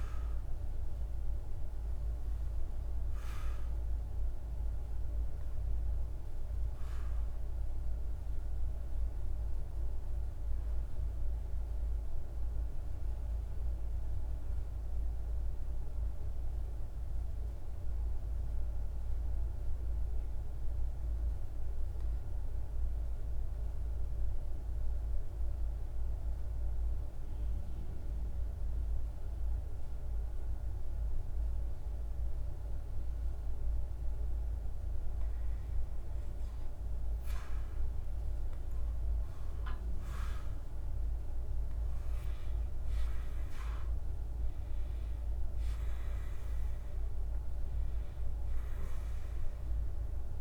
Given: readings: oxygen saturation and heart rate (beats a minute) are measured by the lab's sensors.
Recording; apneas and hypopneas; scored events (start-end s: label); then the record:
breathing in sleep, hard to hear, by a room microphone; 1
0.00-10.50 s: oxygen desaturation (device-marked, oxygen 92% lowest, heart rate 50 extreme)
8.00-34.00 s: obstructive apnea (oxygen 94% before, 91% lowest, heart rate 54 before, 50 extreme, up 2 after)
37.50-41.50 s: arousal
37.50-50.41 s: oxygen desaturation (device-marked, oxygen 98% before, 91% lowest, heart rate 52 before, 50 extreme)
From the record:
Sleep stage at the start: REM sleep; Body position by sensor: on the back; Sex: male